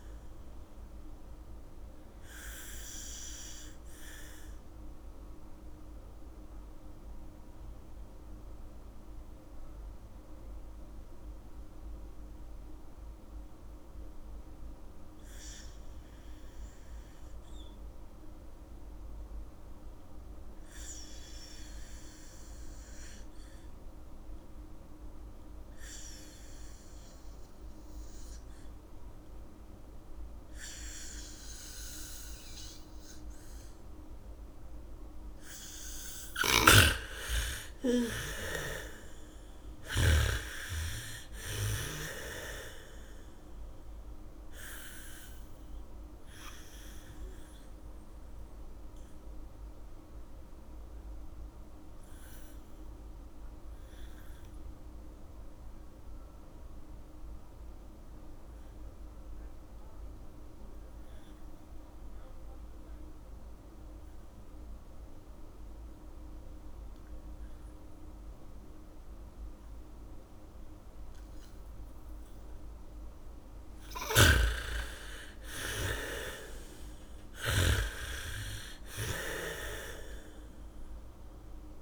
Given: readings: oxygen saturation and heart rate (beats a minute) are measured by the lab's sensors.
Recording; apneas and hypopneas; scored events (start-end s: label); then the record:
breathing in sleep by a room microphone; 2
0.00-20.50 s: oxygen desaturation (device-marked, oxygen 85% lowest, heart rate 56 extreme)
2.00-35.50 s: mixed apnea (oxygen 99% before, 85% lowest, heart rate 63 before, 56 extreme, up 26 after)
25.50-63.50 s: oxygen desaturation (device-marked, oxygen 99% before, 85% lowest, heart rate 76 before, 35 extreme)
27.50-35.50 s: bradycardia (device-marked, heart rate 70 before, 58 extreme)
36.50-40.50 s: snoring (device-marked)
37.50-42.00 s: arousal
48.50-74.00 s: mixed apnea (oxygen 99% before, 84% lowest, heart rate 70 before, 35 extreme, up 0 after)
69.50-80.50 s: bradycardia (device-marked, heart rate 70 before, 35 extreme)
74.50-78.00 s: snoring (device-marked)
74.50-78.50 s: arousal
75.50-81.82 s: oxygen desaturation (device-marked, oxygen 98% before, 84% lowest, heart rate 68 before, 46 extreme)
From the record:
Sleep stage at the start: N2 (light sleep); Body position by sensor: on the back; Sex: female